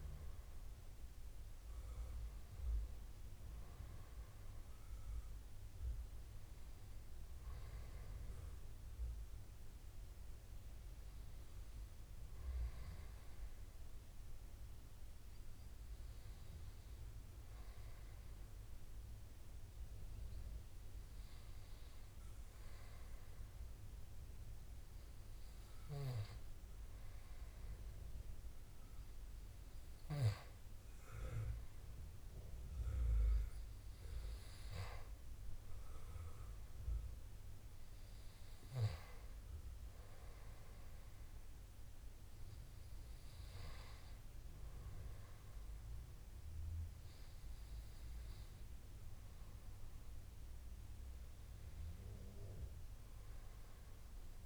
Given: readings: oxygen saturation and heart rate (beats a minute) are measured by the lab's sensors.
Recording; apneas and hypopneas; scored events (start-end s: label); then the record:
breathing in sleep by a room microphone; none
0.00-16.50 s: oxygen desaturation (device-marked, oxygen 90% lowest, heart rate 71 extreme)
50.50-53.50 s: arousal
From the record:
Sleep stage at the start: N2 (light sleep); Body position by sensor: on the back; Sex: male